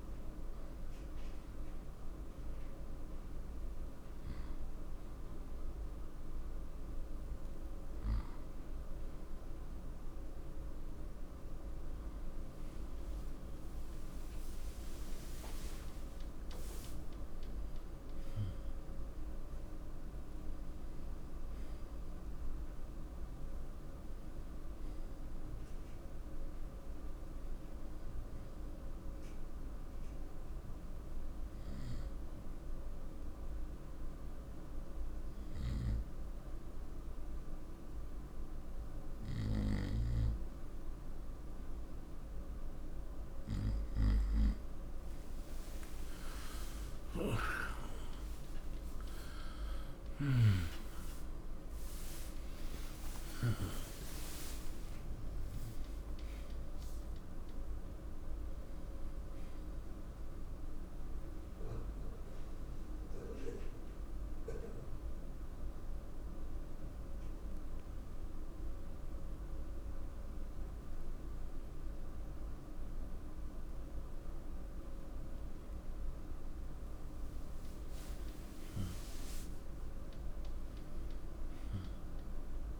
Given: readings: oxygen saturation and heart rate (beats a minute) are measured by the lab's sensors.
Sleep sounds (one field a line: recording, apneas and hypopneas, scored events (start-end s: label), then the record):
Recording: breathing in sleep, hard to hear, by a room microphone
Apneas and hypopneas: 2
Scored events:
30.00-43.00 s: obstructive apnea (oxygen 92% before, 88% lowest, heart rate 53 before, 62 extreme, up 8 after)
47.00-52.00 s: arousal
49.00-75.00 s: oxygen desaturation (device-marked, oxygen 92% before, 88% lowest, heart rate 60 before, 27 extreme)
63.50-75.50 s: hypopnea (oxygen 92% before, 88% lowest, heart rate 76 before, 27 extreme, up 17 after)
77.50-82.00 s: arousal
From the record:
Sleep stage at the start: N2 (light sleep)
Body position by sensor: on the right side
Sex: male